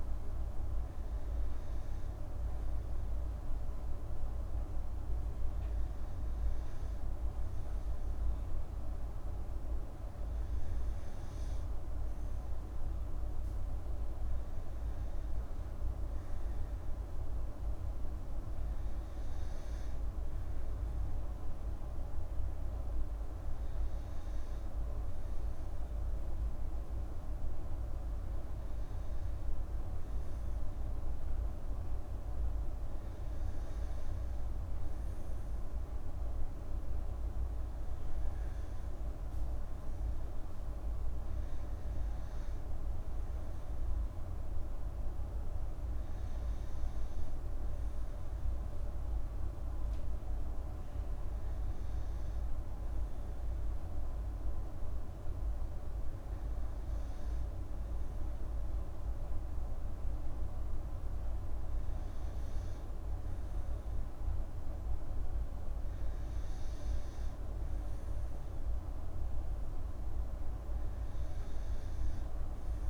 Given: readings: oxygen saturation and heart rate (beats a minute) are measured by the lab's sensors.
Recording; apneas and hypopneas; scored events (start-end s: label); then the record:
breathing in sleep, hard to hear, by a room microphone; none
none scored
From the record:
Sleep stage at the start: N2 (light sleep); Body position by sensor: on the back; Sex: female